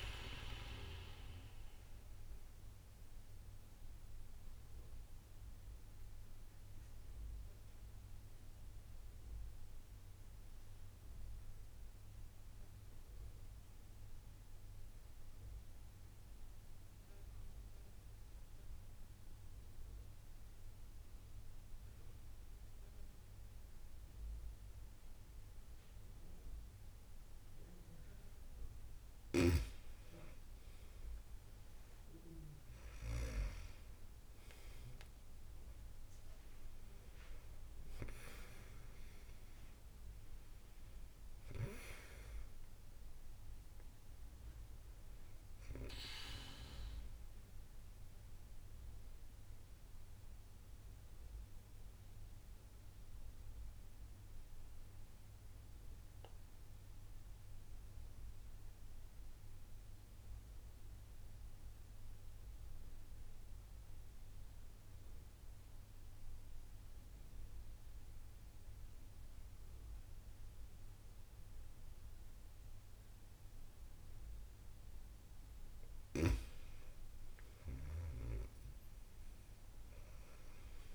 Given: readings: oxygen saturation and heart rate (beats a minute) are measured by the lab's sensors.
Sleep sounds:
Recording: breathing in sleep by a room microphone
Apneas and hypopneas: 2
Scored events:
0.00-15.50 s: oxygen desaturation (device-marked, oxygen 90% lowest)
0.50-28.50 s: mixed apnea (oxygen 97% before, 90% lowest)
30.50-35.50 s: arousal
32.50-64.50 s: oxygen desaturation (device-marked, oxygen 97% before, 91% lowest)
47.50-74.50 s: mixed apnea (oxygen 97% before, 91% lowest)
76.50-80.95 s: arousal
79.50-80.95 s: oxygen desaturation (device-marked, oxygen 97% before, 92% lowest)
From the record:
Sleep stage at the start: N2 (light sleep)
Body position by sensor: on the back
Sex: female

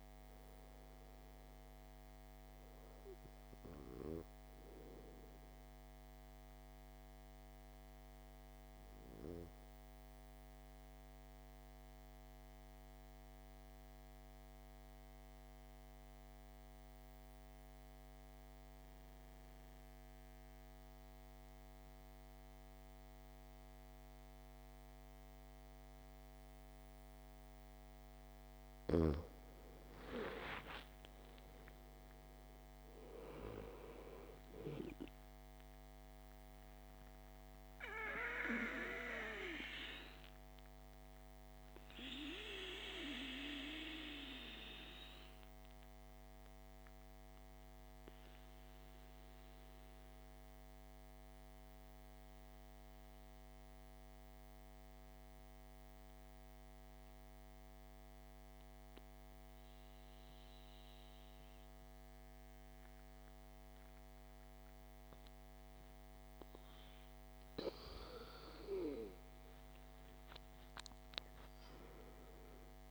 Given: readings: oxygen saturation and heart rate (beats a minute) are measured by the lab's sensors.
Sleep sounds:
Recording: breathing in sleep by a microphone on the trachea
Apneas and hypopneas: 2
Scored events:
4.00-27.00 s: oxygen desaturation (device-marked, oxygen 98% before, 88% lowest, heart rate 57 before, 50 extreme)
4.50-28.00 s: mixed apnea (oxygen 98% before, 86% lowest, heart rate 57 before, 50 extreme, up 12 after)
29.00-61.00 s: oxygen desaturation (device-marked, oxygen 100% before, 86% lowest, heart rate 52 before, 51 extreme)
30.00-33.50 s: arousal
36.00-67.50 s: mixed apnea (oxygen 100% before, 86% lowest, heart rate 56 before, 51 extreme, up 17 after)
68.50-72.00 s: arousal
From the record:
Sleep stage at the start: N2 (light sleep)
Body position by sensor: on the back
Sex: male

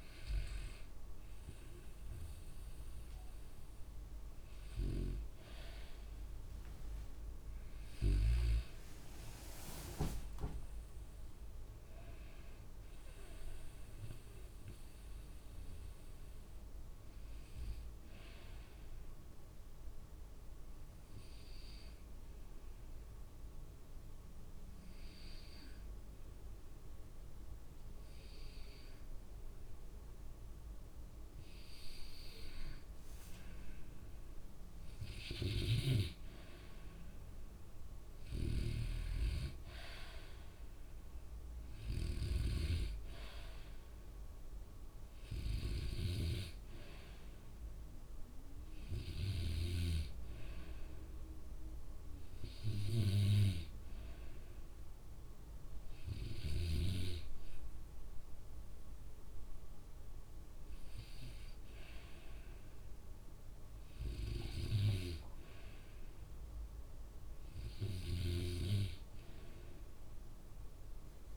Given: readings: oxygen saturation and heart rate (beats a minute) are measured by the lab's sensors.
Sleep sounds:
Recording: breathing in sleep by a room microphone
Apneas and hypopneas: 1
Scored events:
20.50-34.50 s: hypopnea (oxygen 97% before, 94% lowest, heart rate 63 before, 61 extreme, up 8 after)
39.00-42.50 s: arousal
From the record:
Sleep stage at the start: N2 (light sleep)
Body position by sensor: on the back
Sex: male

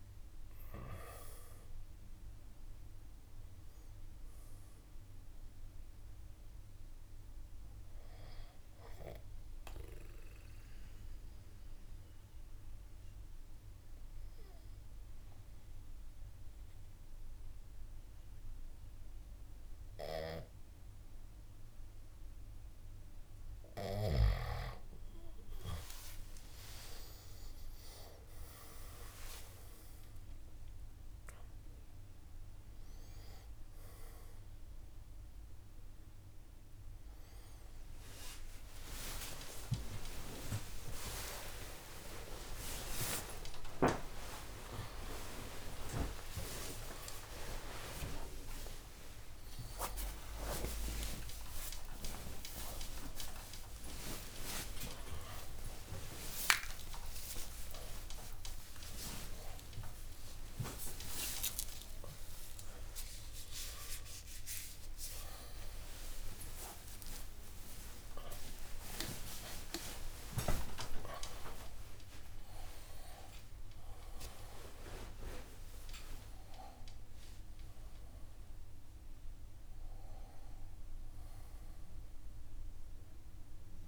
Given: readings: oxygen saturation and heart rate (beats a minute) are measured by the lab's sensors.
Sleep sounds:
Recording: a person awake in a sleep study, by a room microphone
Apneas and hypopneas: 1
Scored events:
0.00-7.50 s: drop in pulse transit time (device-marked, heart rate 62 extreme)
0.00-21.50 s: oxygen desaturation (device-marked, oxygen 90% lowest, heart rate 56 extreme)
8.50-23.50 s: obstructive apnea (oxygen 97% before, 90% lowest, heart rate 62 before, 56 extreme, up 32 after)
29.50-46.50 s: drop in pulse transit time (device-marked, heart rate 60 before, 69 extreme)
33.50-44.50 s: oxygen desaturation (device-marked, oxygen 97% before, 93% lowest, heart rate 66 before, 100 extreme)
35.50-83.88 s: new sleep stage, awake
56.50-58.50 s: oxygen desaturation (device-marked, oxygen 96% before, 91% lowest, heart rate 143 before, 84 extreme)
71.50-81.50 s: drop in pulse transit time (device-marked, heart rate 148 before, 84 extreme)
From the record:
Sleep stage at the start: N2 (light sleep)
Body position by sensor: on the right side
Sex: male

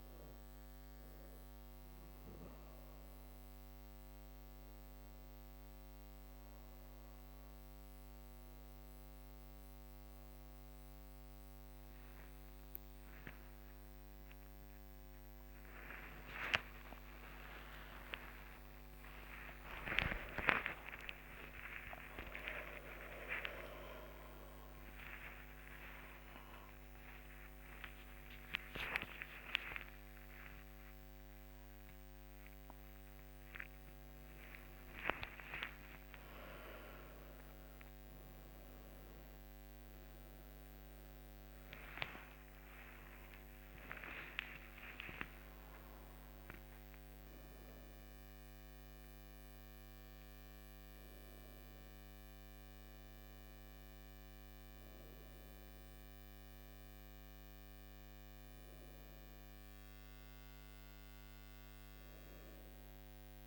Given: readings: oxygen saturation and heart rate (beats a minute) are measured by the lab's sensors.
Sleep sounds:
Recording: a person partly awake in a sleep study, by a microphone on the trachea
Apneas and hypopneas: none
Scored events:
9.50-39.50 s: new sleep stage, awake
39.50-63.46 s: new sleep stage, N1 (lightest sleep)
From the record:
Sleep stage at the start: N2 (light sleep)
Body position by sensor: on the right side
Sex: female

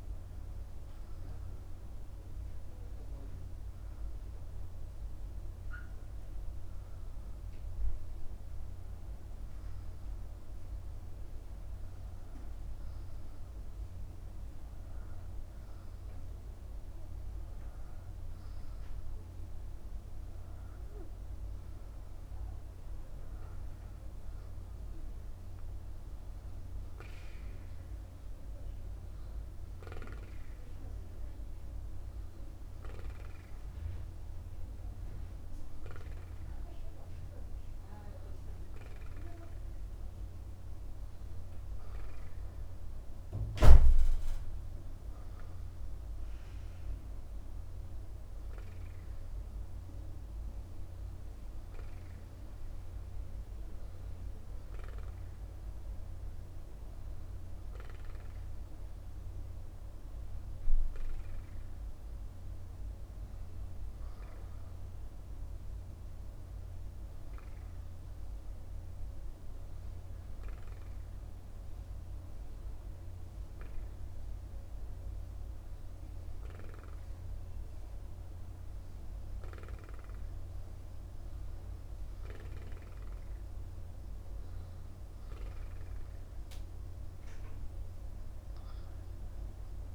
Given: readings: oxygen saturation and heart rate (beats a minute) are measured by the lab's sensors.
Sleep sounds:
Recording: breathing in sleep, hard to hear, by a room microphone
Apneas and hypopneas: none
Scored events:
none scored
From the record:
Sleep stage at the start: N2 (light sleep)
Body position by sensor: upright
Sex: male

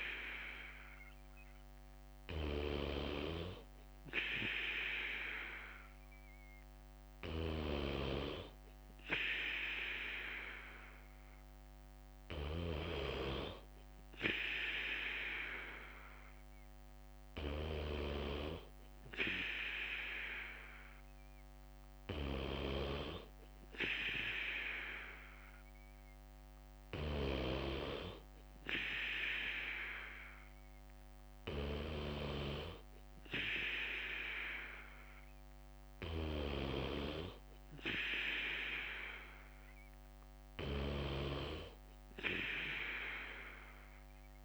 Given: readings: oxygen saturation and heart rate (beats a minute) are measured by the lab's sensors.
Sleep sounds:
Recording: breathing in sleep by a microphone on the trachea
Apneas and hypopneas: none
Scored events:
1.00-10.00 s: bradycardia (device-marked, heart rate 59 before, 58 extreme)
12.00-14.00 s: bradycardia (device-marked, heart rate 59 before, 59 extreme)
17.00-33.00 s: bradycardia (device-marked, heart rate 59 before, 58 extreme)
40.00-43.00 s: bradycardia (device-marked, heart rate 59 before, 60 extreme)
From the record:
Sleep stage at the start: N3 (deep sleep)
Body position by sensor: on the back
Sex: male

